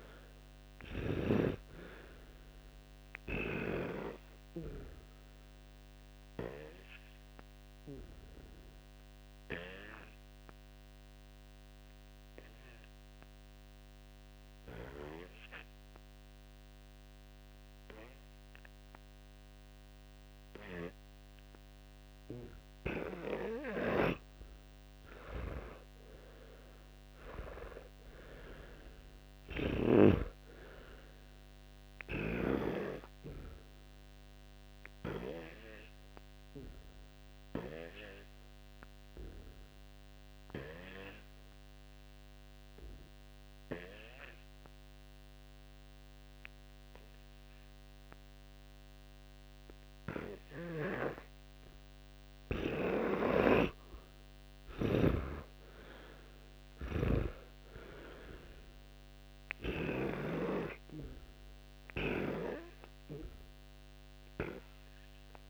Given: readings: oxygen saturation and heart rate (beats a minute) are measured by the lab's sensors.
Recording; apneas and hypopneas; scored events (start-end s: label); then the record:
breathing in sleep by a microphone on the trachea; 2
0.00-1.50 s: arousal
4.50-23.00 s: obstructive apnea (oxygen 99% before, 94% lowest, heart rate 72 before, 57 extreme, up 11 after)
25.50-29.00 s: arousal
34.50-53.50 s: obstructive apnea (oxygen 99% before, 92% lowest, heart rate 64 before, 57 extreme, up 20 after)
35.50-42.50 s: oxygen desaturation (device-marked, oxygen 99% before, 95% lowest, heart rate 64 before, 57 extreme)
48.50-57.50 s: oxygen desaturation (device-marked, oxygen 97% before, 94% lowest, heart rate 61 before, 57 extreme)
55.50-59.00 s: arousal
59.50-65.49 s: oxygen desaturation (device-marked, oxygen 99% before, 94% lowest, heart rate 63 before, 56 extreme)
From the record:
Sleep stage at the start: N2 (light sleep); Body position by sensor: on the back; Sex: male